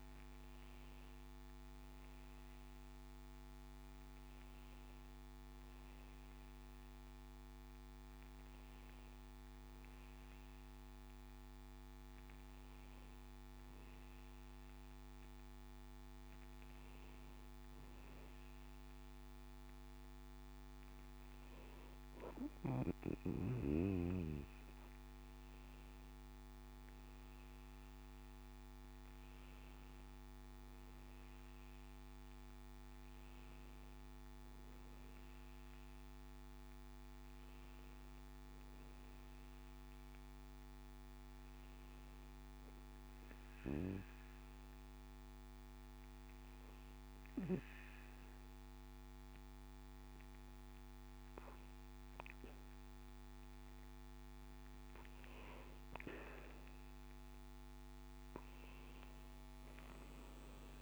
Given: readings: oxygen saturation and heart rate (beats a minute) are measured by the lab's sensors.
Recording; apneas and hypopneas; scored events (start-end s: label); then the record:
breathing in sleep by a microphone on the trachea; 1
43.00-55.50 s: hypopnea (oxygen 95% before, 93% lowest, heart rate 71 before, 66 extreme, up 6 after)
58.00-60.82 s: arousal
From the record:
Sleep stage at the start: N2 (light sleep); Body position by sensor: on the back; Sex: male